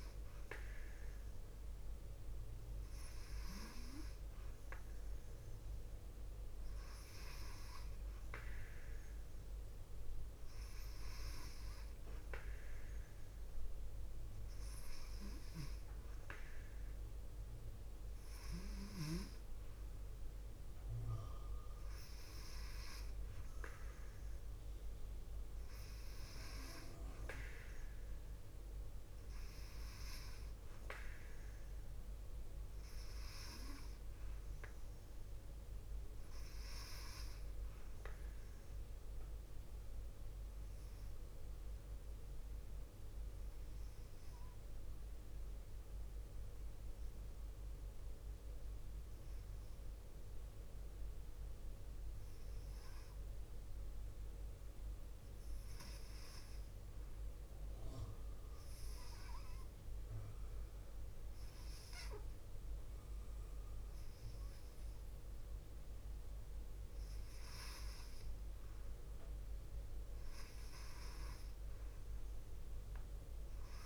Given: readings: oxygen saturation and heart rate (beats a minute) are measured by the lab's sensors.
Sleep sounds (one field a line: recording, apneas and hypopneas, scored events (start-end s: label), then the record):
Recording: breathing in sleep by a room microphone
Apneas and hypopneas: 1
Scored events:
42.00-54.50 s: obstructive apnea (oxygen 96% before, 89% lowest, heart rate 55 before, 54 extreme, up 0 after)
67.00-73.86 s: oxygen desaturation (device-marked, oxygen 97% before, 89% lowest, heart rate 55 before, 54 extreme)
From the record:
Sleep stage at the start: N2 (light sleep)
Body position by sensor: on the left side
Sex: female